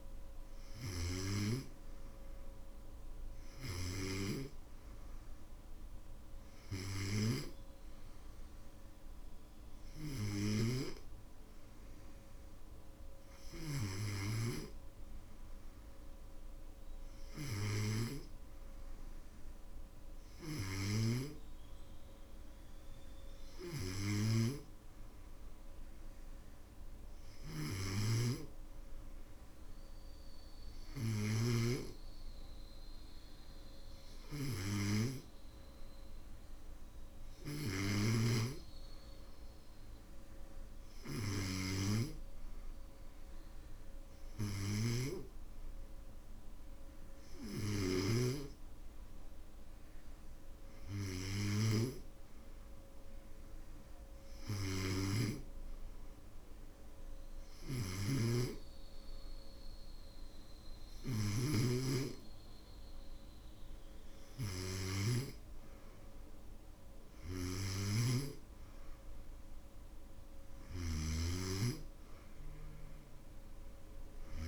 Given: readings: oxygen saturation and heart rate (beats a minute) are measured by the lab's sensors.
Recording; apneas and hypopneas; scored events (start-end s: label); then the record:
breathing in sleep by a room microphone; none
20.50-31.50 s: snoring (device-marked)
37.50-48.00 s: snoring (device-marked)
54.50-74.48 s: snoring (device-marked)
From the record:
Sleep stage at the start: N2 (light sleep); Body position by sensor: on the back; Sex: male